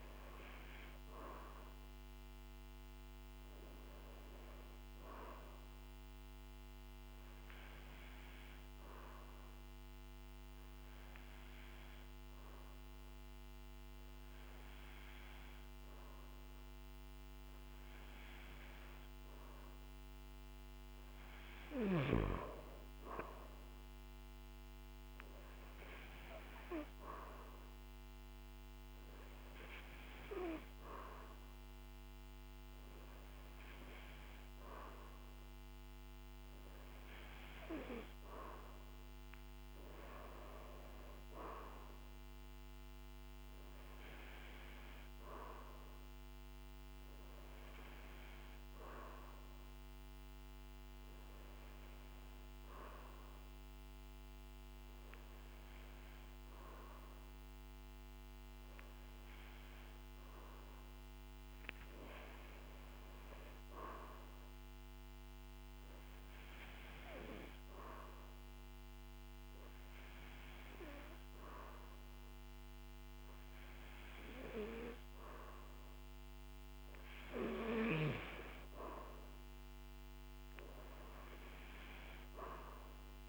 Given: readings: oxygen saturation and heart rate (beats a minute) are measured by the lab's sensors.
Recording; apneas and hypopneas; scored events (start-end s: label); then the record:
breathing in sleep by a microphone on the trachea; none
none scored
From the record:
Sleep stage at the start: N2 (light sleep); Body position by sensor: on the back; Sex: male